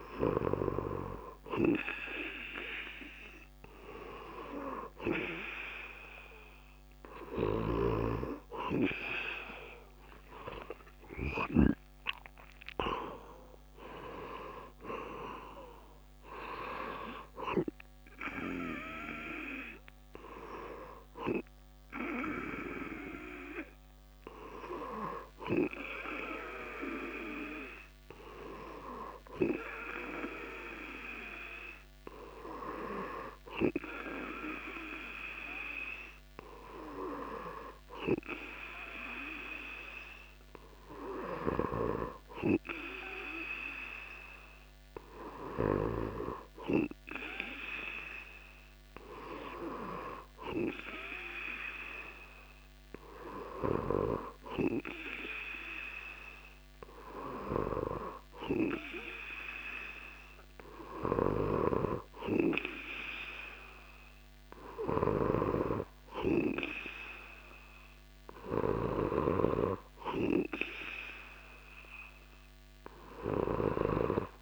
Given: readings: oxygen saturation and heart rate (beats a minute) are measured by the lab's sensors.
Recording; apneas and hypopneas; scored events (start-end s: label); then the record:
breathing in sleep by a microphone on the trachea; none
10.00-14.00 s: arousal
From the record:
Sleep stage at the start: N2 (light sleep); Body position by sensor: on the back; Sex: male